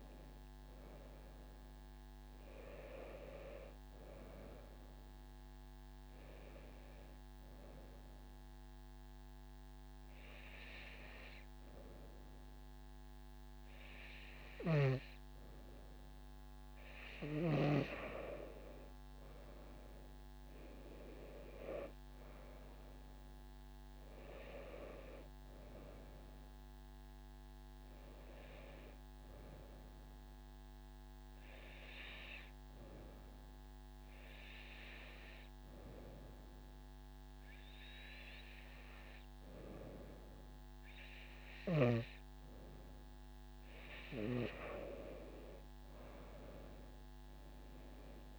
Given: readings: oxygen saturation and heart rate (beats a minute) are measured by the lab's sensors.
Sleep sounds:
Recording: breathing in sleep by a microphone on the trachea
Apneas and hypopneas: 2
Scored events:
7.50-18.00 s: hypopnea (oxygen 97% before, 94% lowest)
19.00-22.00 s: arousal
31.00-44.00 s: hypopnea (oxygen 97% before, 94% lowest)
44.50-47.50 s: arousal
From the record:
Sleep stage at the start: N2 (light sleep)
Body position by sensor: on the right side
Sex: female

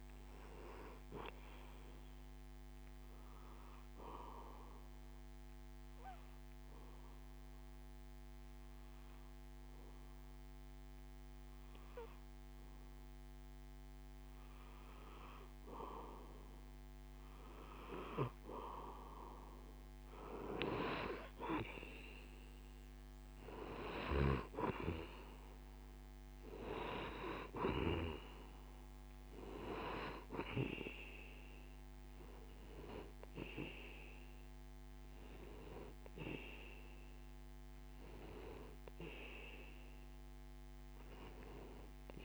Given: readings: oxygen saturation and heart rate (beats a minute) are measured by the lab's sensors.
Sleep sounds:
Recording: breathing in sleep by a microphone on the trachea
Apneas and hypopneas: 1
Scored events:
0.00-3.50 s: oxygen desaturation (device-marked, oxygen 93% lowest)
3.00-16.00 s: obstructive apnea (oxygen 96% before, 93% lowest)
18.50-22.50 s: arousal
25.50-37.50 s: oxygen desaturation (device-marked, oxygen 96% before, 93% lowest)
From the record:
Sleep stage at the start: N2 (light sleep)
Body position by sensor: on the back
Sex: male

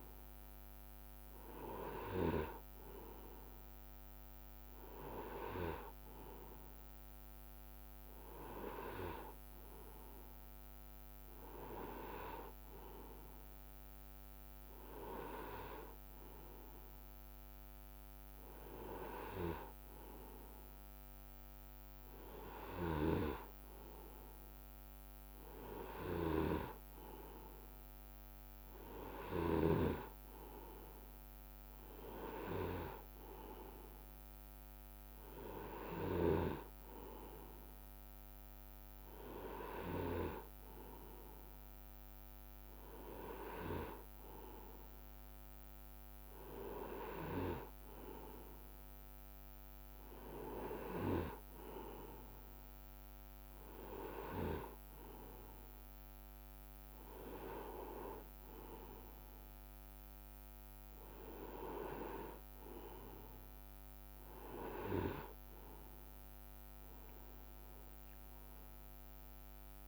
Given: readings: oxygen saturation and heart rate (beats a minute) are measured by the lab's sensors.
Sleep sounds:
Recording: breathing in sleep by a microphone on the trachea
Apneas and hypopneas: none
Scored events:
68.50-69.88 s: arousal
From the record:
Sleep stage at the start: N2 (light sleep)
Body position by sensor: on the right side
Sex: male

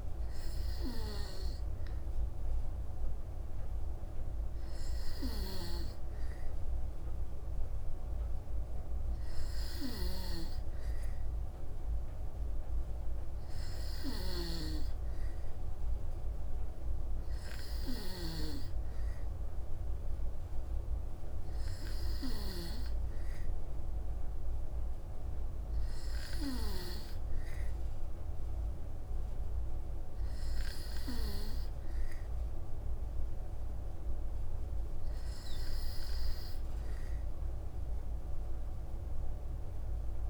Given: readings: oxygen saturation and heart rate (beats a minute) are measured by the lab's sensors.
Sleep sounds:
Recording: breathing in sleep by a room microphone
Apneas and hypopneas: none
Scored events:
5.00-18.00 s: snoring (device-marked)
From the record:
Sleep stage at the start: N2 (light sleep)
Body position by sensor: on the back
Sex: female

